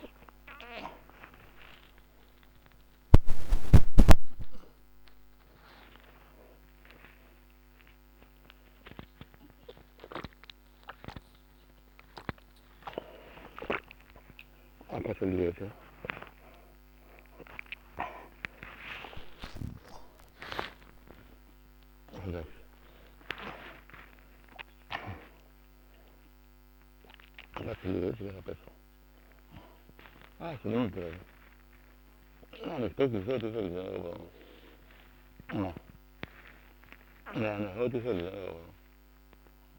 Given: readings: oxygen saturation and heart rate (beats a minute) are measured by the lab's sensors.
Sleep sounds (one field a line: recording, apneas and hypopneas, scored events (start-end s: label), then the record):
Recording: a person awake in a sleep study, by a microphone on the trachea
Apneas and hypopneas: none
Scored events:
15.00-20.00 s: snoring (device-marked)
From the record:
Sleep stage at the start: awake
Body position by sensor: upright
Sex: male